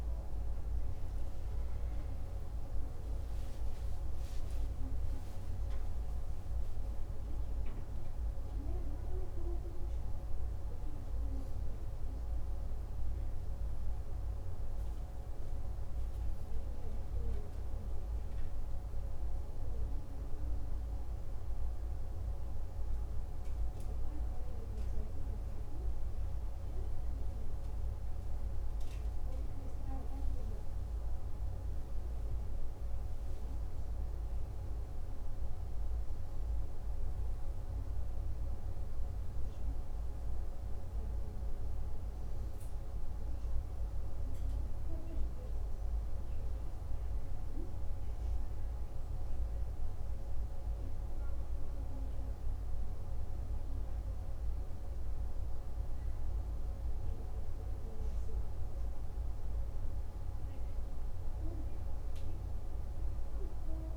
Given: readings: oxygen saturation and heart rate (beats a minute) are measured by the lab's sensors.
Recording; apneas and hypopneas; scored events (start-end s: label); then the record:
a person awake in a sleep study, hard to hear, by a room microphone; none
none scored
From the record:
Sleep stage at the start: awake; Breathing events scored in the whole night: 71 in 5.8 hours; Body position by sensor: on the right side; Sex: male